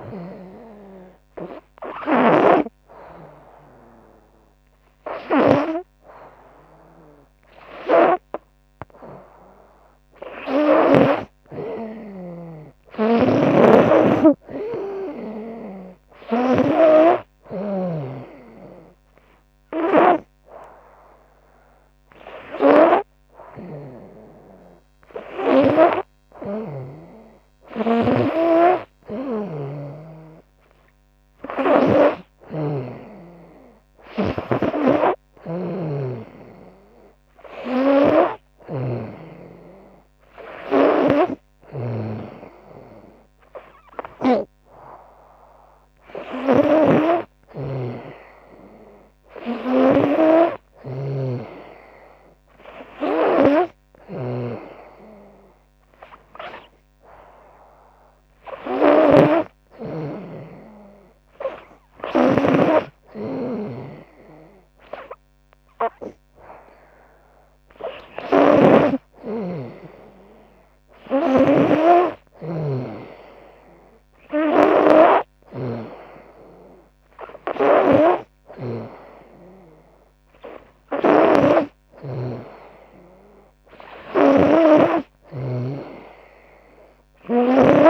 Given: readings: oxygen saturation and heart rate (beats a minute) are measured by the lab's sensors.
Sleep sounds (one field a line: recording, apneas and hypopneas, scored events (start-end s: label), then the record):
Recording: breathing in sleep by a microphone on the trachea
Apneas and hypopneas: none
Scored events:
1.50-10.50 s: snoring (device-marked)
12.50-17.50 s: snoring (device-marked)
27.00-31.50 s: snoring (device-marked)
33.50-71.00 s: snoring (device-marked)
83.50-87.90 s: snoring (device-marked)
From the record:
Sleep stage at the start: N2 (light sleep)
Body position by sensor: on the front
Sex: female